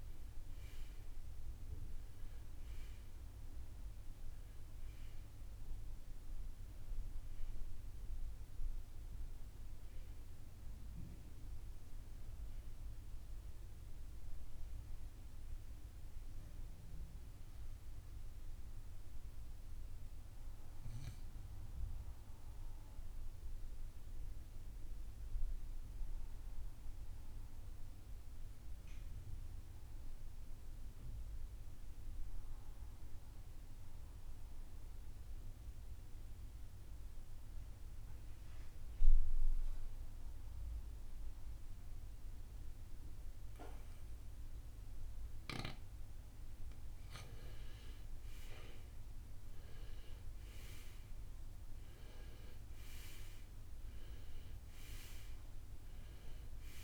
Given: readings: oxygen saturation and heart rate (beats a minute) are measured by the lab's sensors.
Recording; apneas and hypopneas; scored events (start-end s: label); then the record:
breathing in sleep, hard to hear, by a room microphone; 1
0.00-31.50 s: oxygen desaturation (device-marked, oxygen 78% lowest, heart rate 53 extreme)
23.50-47.00 s: obstructive apnea (oxygen 91% before, 79% lowest, heart rate 81 before, 53 extreme, up 19 after)
48.50-53.00 s: arousal
54.50-56.84 s: oxygen desaturation (device-marked, oxygen 97% before, 81% lowest, heart rate 63 before, 47 extreme)
From the record:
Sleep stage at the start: N2 (light sleep); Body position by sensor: on the right side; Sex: male